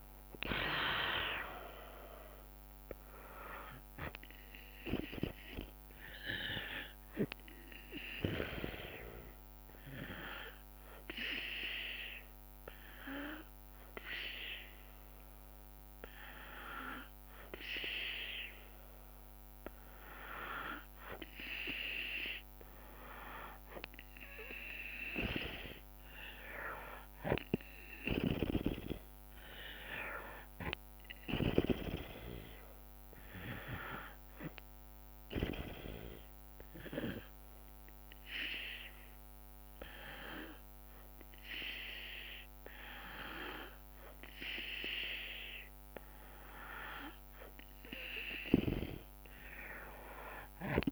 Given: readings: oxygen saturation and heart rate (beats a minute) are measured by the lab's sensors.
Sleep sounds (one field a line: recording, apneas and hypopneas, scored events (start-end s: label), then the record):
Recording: breathing in sleep by a microphone on the trachea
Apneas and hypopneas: 2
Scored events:
0.00-3.50 s: arousal
0.00-10.00 s: drop in pulse transit time (device-marked, heart rate 62 extreme)
0.00-17.00 s: oxygen desaturation (device-marked, oxygen 97% before, 93% lowest, heart rate 65 before, 61 extreme)
8.50-21.00 s: hypopnea (oxygen 97% before, 93% lowest, heart rate 72 before, 62 extreme, up 6 after)
25.50-29.50 s: arousal
35.00-46.50 s: hypopnea (oxygen 98% before, 93% lowest, heart rate 69 before, 62 extreme, up 8 after)
48.00-50.92 s: arousal
From the record:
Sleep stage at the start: N2 (light sleep)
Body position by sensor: on the back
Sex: female